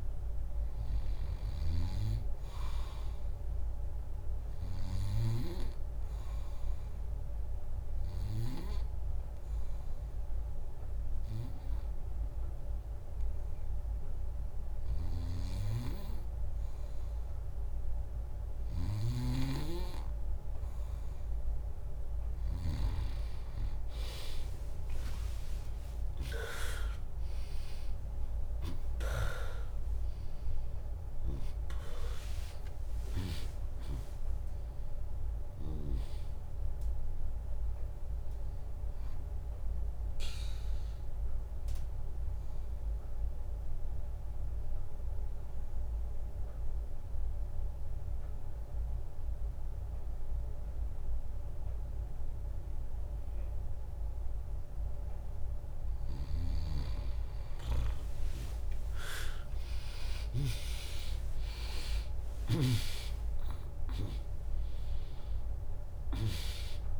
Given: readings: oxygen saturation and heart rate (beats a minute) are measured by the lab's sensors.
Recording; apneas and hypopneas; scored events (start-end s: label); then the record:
breathing in sleep by a room microphone; 2
0.00-1.50 s: bradycardia (device-marked, heart rate 57 extreme)
7.00-18.50 s: obstructive apnea (oxygen 99% before, 95% lowest, heart rate 71 before, 61 extreme, up 1 after)
24.00-29.00 s: arousal
27.50-46.50 s: drop in pulse transit time (device-marked, heart rate 63 before, 71 extreme)
27.50-48.50 s: oxygen desaturation (device-marked, oxygen 98% before, 95% lowest, heart rate 63 before, 64 extreme)
32.50-34.50 s: long interval between heartbeats (device-marked, heart rate 68 before, 97 extreme)
39.00-54.00 s: obstructive apnea (oxygen 98% before, 96% lowest, heart rate 78 before, 64 extreme, up 35 after)
57.50-61.00 s: arousal
58.50-60.50 s: long interval between heartbeats (device-marked, heart rate 78 before, 89 extreme)
58.50-62.50 s: tachycardia (device-marked, heart rate 74 before, 108 extreme)
60.50-67.00 s: drop in pulse transit time (device-marked, heart rate 79 before, 85 extreme)
62.50-64.50 s: long interval between heartbeats (device-marked, heart rate 81 before, 114 extreme)
62.50-67.00 s: oxygen desaturation (device-marked, oxygen 100% before, 96% lowest, heart rate 81 before, 61 extreme)
From the record:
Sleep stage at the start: N2 (light sleep); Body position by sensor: on the back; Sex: female